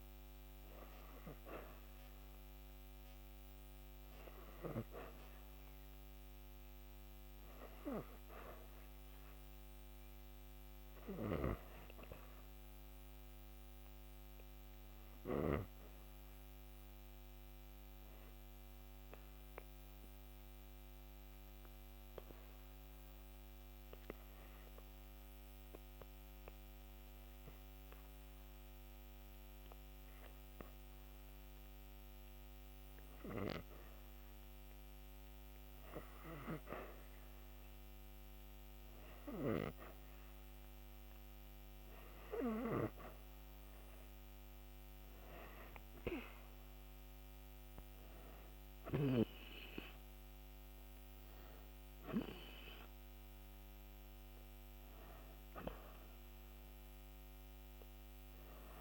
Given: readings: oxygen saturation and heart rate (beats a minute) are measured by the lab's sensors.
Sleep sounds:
breathing in sleep by a microphone on the trachea; 1
6.50-9.50 s: arousal
12.50-30.00 s: obstructive apnea (oxygen 94% before, 91% lowest)
32.00-35.50 s: arousal
52.00-56.00 s: arousal
From the record:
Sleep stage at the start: REM sleep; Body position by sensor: on the back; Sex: female

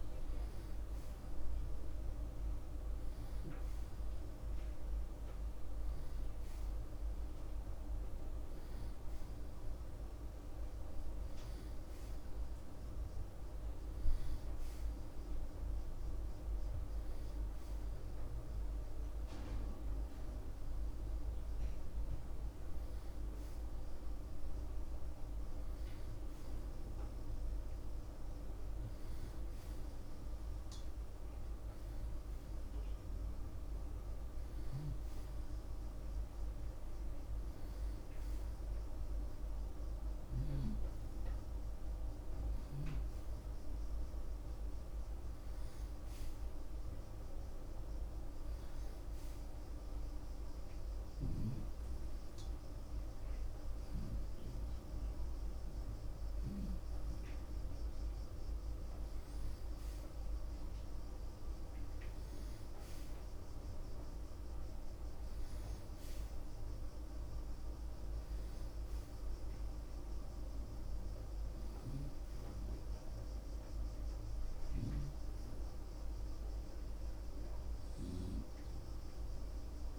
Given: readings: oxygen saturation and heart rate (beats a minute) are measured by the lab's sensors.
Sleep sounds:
breathing in sleep, hard to hear, by a room microphone; none
74.50-79.99 s: snoring (device-marked)
From the record:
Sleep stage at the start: N1 (lightest sleep); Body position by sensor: on the right side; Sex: male

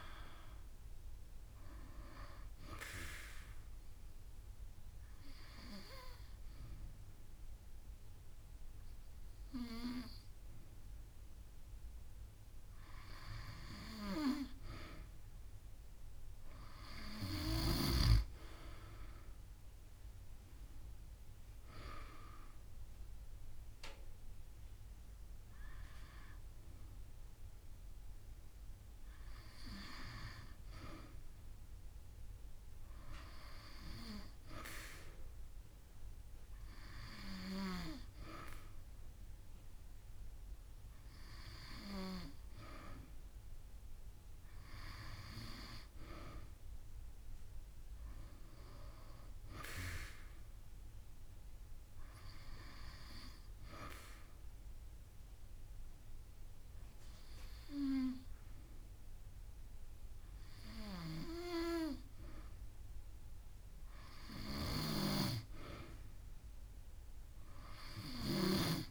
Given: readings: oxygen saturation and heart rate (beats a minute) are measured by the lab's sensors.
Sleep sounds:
breathing in sleep by a room microphone; 2
0.00-1.00 s: arousal
0.00-3.50 s: drop in pulse transit time (device-marked)
3.50-14.50 s: obstructive apnea (oxygen 94% before, 93% lowest)
9.50-11.50 s: long interval between heartbeats (device-marked)
15.50-19.00 s: arousal
16.00-18.00 s: long interval between heartbeats (device-marked)
25.50-27.50 s: long interval between heartbeats (device-marked)
37.50-46.50 s: drop in pulse transit time (device-marked)
41.50-43.50 s: long interval between heartbeats (device-marked)
46.50-50.00 s: arousal
51.50-53.50 s: long interval between heartbeats (device-marked)
53.00-64.00 s: obstructive apnea (oxygen 95% before, 92% lowest)
65.50-67.50 s: drop in pulse transit time (device-marked)
67.50-68.91 s: arousal
From the record:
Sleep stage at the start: N2 (light sleep); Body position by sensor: on the back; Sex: female

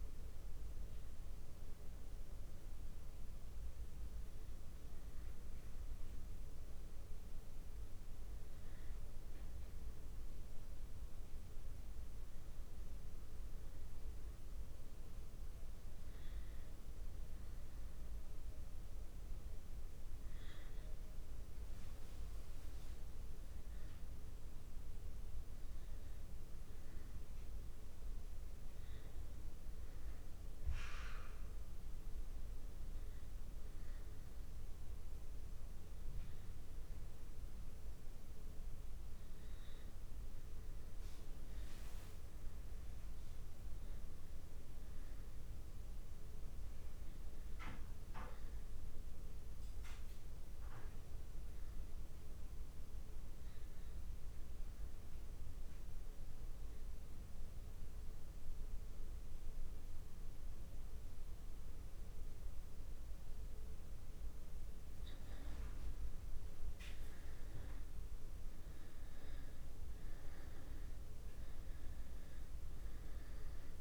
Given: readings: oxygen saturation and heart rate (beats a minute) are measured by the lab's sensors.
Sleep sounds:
breathing in sleep, hard to hear, by a room microphone; 1
41.50-45.00 s: arousal
55.00-65.50 s: central apnea (oxygen 98% before, 93% lowest)
67.50-71.00 s: arousal
From the record:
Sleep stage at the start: N2 (light sleep); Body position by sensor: on the back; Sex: male

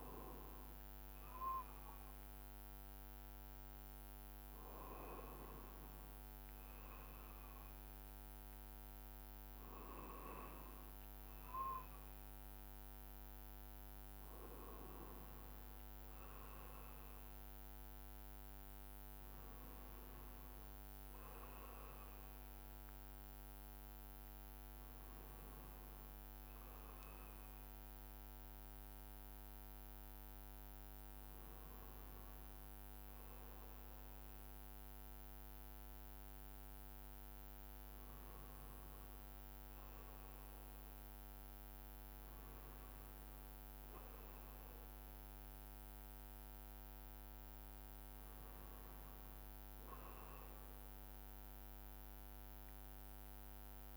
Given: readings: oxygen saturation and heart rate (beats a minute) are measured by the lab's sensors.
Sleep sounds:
breathing in sleep, hard to hear, by a microphone on the trachea; none
9.50-11.50 s: long interval between heartbeats (device-marked, heart rate 74 before, 75 extreme)
From the record:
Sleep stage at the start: N2 (light sleep); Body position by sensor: on the right side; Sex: male

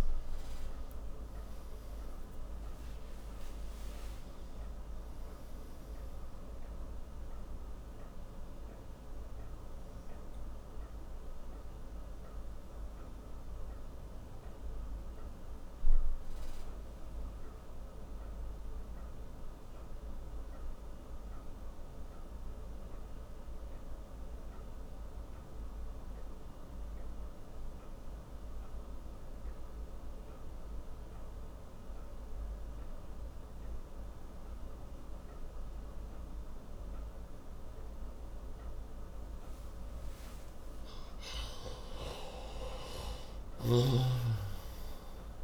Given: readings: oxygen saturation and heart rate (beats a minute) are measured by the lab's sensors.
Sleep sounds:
breathing in sleep by a room microphone; 1
0.00-11.00 s: oxygen desaturation (device-marked, oxygen 89% lowest, heart rate 54 extreme)
7.50-39.50 s: obstructive apnea (oxygen 96% before, 89% lowest, heart rate 74 before, 54 extreme, up 15 after)
38.00-45.44 s: oxygen desaturation (device-marked, oxygen 98% before, 89% lowest, heart rate 61 before, 57 extreme)
42.00-45.44 s: arousal
43.50-45.44 s: snoring (device-marked)
From the record:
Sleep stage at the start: N2 (light sleep); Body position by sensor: on the right side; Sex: male

